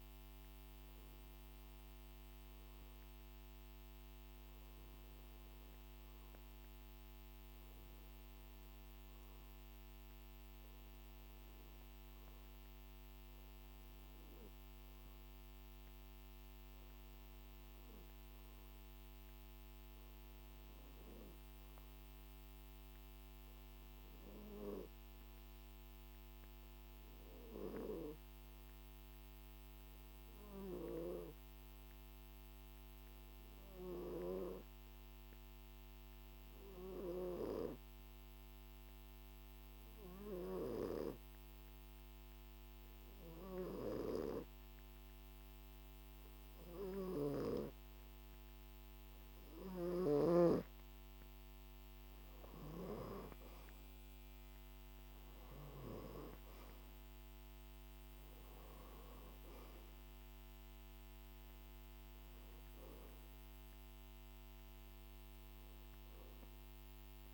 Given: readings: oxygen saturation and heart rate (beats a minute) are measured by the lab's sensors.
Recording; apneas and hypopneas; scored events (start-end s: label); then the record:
breathing in sleep by a microphone on the trachea; 1
28.00-49.00 s: hypopnea (oxygen 94% before, 88% lowest, heart rate 51 before, 49 extreme, up 4 after)
42.00-67.34 s: oxygen desaturation (device-marked, oxygen 92% before, 88% lowest, heart rate 52 before, 48 extreme)
51.50-55.00 s: arousal
From the record:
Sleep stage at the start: N2 (light sleep); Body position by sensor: on the back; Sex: male